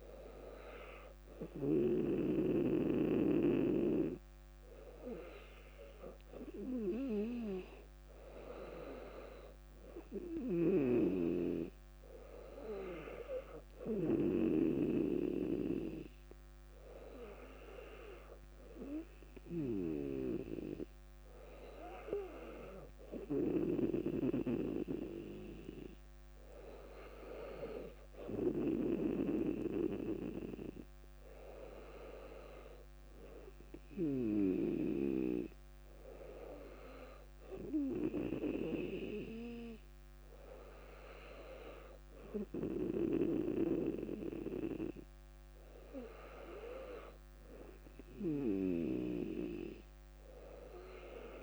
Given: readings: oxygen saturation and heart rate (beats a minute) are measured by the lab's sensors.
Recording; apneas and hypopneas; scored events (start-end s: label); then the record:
breathing in sleep by a microphone on the trachea; none
none scored
From the record:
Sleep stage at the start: N2 (light sleep); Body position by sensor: on the back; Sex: female